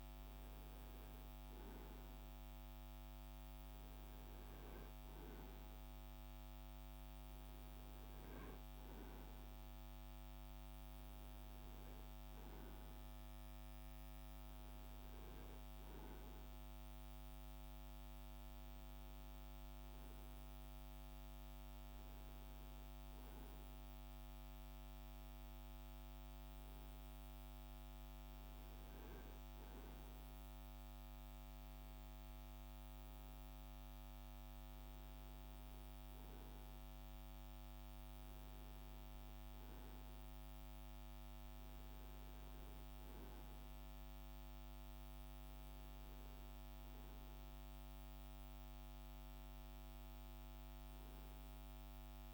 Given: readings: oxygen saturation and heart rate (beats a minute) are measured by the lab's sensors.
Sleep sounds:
breathing in sleep, hard to hear, by a microphone on the trachea; none
16.50-52.34 s: new sleep stage, N2 (light sleep)
From the record:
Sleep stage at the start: N1 (lightest sleep); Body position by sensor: on the right side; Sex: male

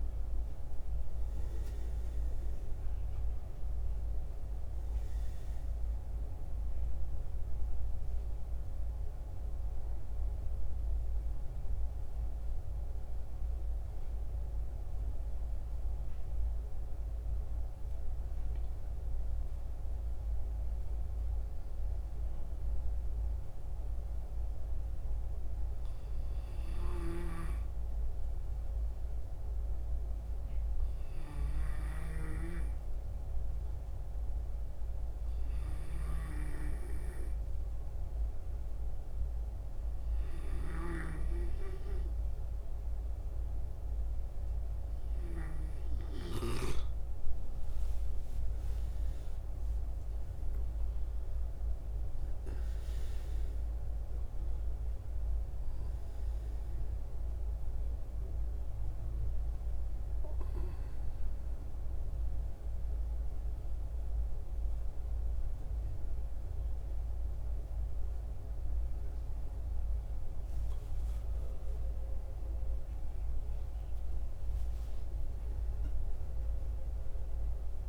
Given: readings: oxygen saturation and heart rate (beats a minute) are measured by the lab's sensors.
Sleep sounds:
breathing in sleep by a room microphone; 3
0.00-24.50 s: oxygen desaturation (device-marked, oxygen 85% lowest, heart rate 64 extreme)
10.00-22.00 s: mixed apnea (oxygen 94% before, 83% lowest, heart rate 73 before, 64 extreme, up 4 after)
27.00-30.00 s: arousal
35.50-46.50 s: obstructive apnea (oxygen 93% before, 83% lowest, heart rate 67 before, 66 extreme, up 16 after)
35.50-54.50 s: oxygen desaturation (device-marked, oxygen 93% before, 87% lowest, heart rate 67 before, 66 extreme)
48.00-52.00 s: arousal
56.50-77.89 s: oxygen desaturation (device-marked, oxygen 88% before, 83% lowest, heart rate 71 before, 67 extreme)
59.50-69.50 s: central apnea (oxygen 92% before, 83% lowest, heart rate 73 before, 67 extreme, up 0 after)
70.50-75.50 s: arousal
From the record:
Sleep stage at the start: N2 (light sleep); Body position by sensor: on the back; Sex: male

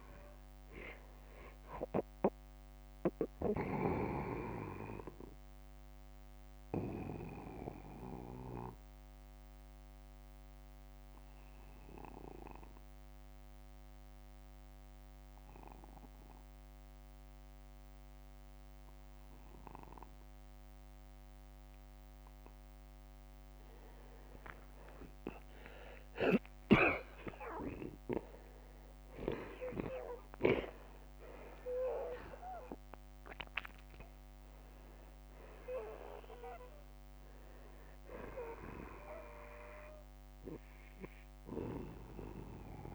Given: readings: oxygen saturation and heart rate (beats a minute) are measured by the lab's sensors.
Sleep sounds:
breathing in sleep by a microphone on the trachea; 1
0.00-1.00 s: arousal
1.00-18.00 s: oxygen desaturation (device-marked, oxygen 92% before, 81% lowest, heart rate 63 before, 44 extreme)
5.00-7.00 s: long interval between heartbeats (device-marked, heart rate 61 before, 47 extreme)
6.50-21.50 s: obstructive apnea (oxygen 93% before, 81% lowest, heart rate 61 before, 44 extreme, up 15 after)
23.50-25.50 s: long interval between heartbeats (device-marked, heart rate 51 before, 57 extreme)
27.00-30.50 s: arousal
28.00-30.00 s: long interval between heartbeats (device-marked, heart rate 52 before, 56 extreme)
37.50-39.50 s: long interval between heartbeats (device-marked, heart rate 55 before, 69 extreme)
From the record:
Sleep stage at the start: N2 (light sleep); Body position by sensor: on the back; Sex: male

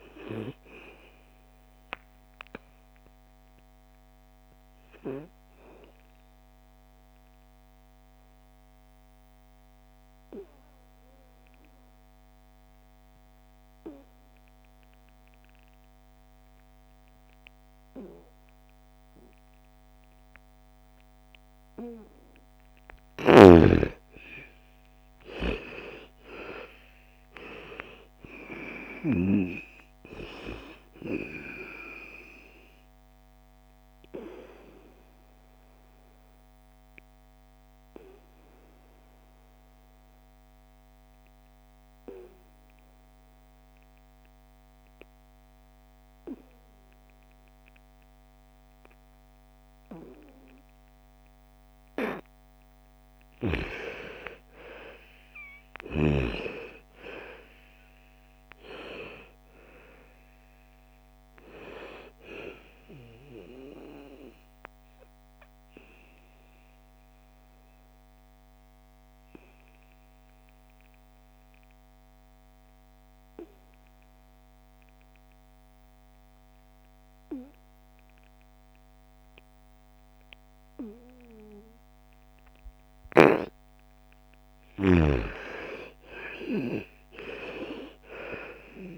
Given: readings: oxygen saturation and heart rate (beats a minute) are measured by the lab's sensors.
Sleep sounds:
breathing in sleep by a microphone on the trachea; 3
0.00-18.50 s: oxygen desaturation (device-marked, oxygen 83% lowest, heart rate 54 extreme)
6.00-22.50 s: obstructive apnea (oxygen 99% before, 81% lowest, heart rate 63 before, 54 extreme, up 11 after)
20.50-47.50 s: oxygen desaturation (device-marked, oxygen 99% before, 81% lowest, heart rate 62 before, 54 extreme)
24.00-28.50 s: arousal
34.00-53.00 s: obstructive apnea (oxygen 99% before, 81% lowest, heart rate 61 before, 54 extreme, up 17 after)
54.50-58.50 s: arousal
57.50-71.50 s: oxygen desaturation (device-marked, oxygen 99% before, 84% lowest, heart rate 57 before, 54 extreme)
64.50-84.00 s: obstructive apnea (oxygen 99% before, 82% lowest, heart rate 62 before, 54 extreme, up 15 after)
86.00-88.98 s: arousal
From the record:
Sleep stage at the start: N2 (light sleep); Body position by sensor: on the back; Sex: female

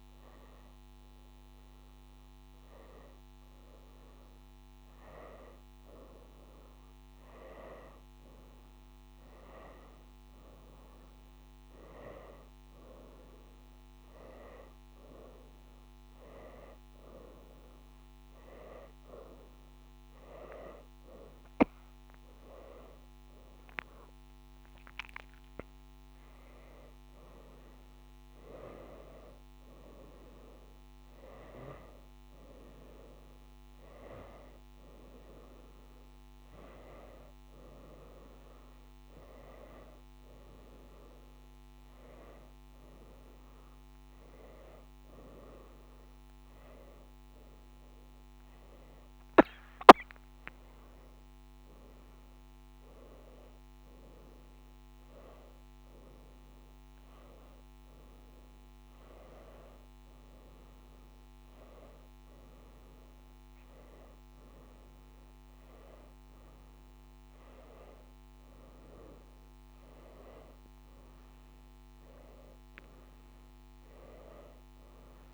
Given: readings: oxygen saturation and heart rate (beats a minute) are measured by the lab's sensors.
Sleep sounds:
a person awake in a sleep study, by a microphone on the trachea; none
14.00-22.00 s: oxygen desaturation (device-marked, oxygen 97% before, 93% lowest, heart rate 98 before, 96 extreme)
From the record:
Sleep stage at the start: awake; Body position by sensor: on the right side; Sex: female

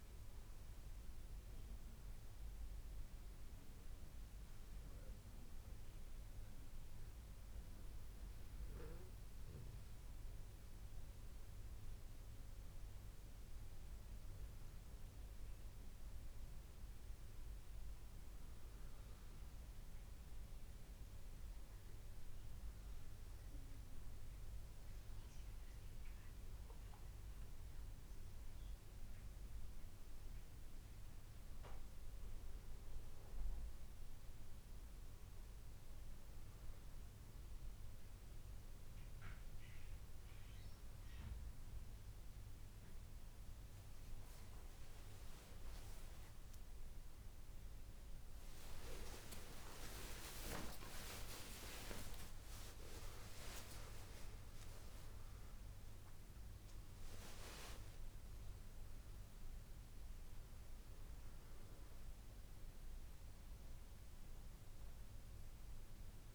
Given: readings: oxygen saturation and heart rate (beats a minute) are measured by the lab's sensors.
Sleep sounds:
a person partly awake in a sleep study, by a room microphone; 2
2.00-12.50 s: hypopnea (oxygen 100% before, 96% lowest, heart rate 68 before, 67 extreme, up 5 after)
13.50-18.50 s: arousal
36.00-46.00 s: hypopnea (oxygen 98% before, 96% lowest, heart rate 70 before, 69 extreme)
42.50-66.35 s: new sleep stage, awake
From the record:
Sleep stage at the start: N2 (light sleep); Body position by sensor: on the back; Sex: female

